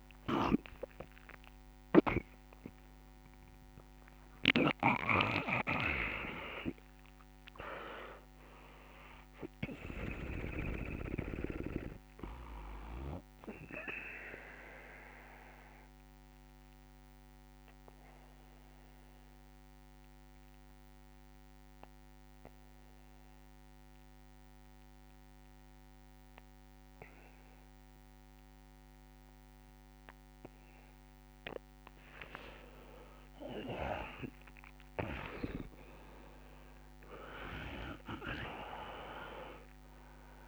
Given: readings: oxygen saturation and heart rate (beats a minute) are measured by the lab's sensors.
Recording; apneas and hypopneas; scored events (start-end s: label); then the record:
breathing in sleep by a microphone on the trachea; 1
0.00-1.00 s: long interval between heartbeats (device-marked, heart rate 88 extreme)
0.00-4.50 s: arousal
1.50-3.50 s: long interval between heartbeats (device-marked, heart rate 68 before, 102 extreme)
4.00-6.00 s: long interval between heartbeats (device-marked, heart rate 72 before, 88 extreme)
4.50-10.00 s: snoring (device-marked)
14.50-31.50 s: obstructive apnea (oxygen 90% before, 87% lowest, heart rate 85 before, 59 extreme, up 9 after)
33.00-37.00 s: arousal
37.50-40.47 s: oxygen desaturation (device-marked, oxygen 99% before, 92% lowest, heart rate 69 before, 65 extreme)
From the record:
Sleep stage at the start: N2 (light sleep); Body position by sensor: on the back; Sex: male